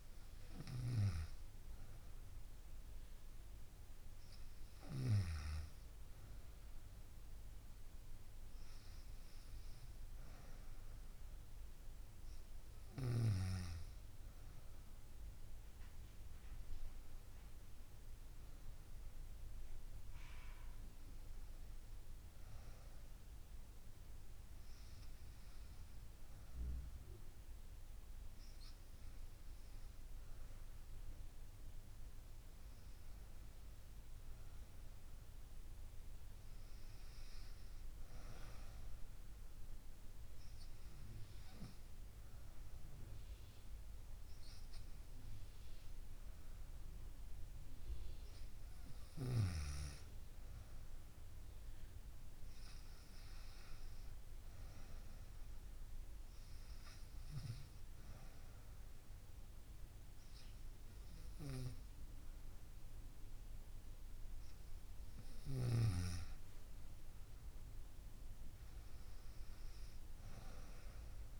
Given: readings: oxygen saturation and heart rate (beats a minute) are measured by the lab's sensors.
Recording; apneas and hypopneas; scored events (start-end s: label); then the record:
breathing in sleep by a room microphone; none
none scored
From the record:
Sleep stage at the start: N2 (light sleep); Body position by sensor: on the right side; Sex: female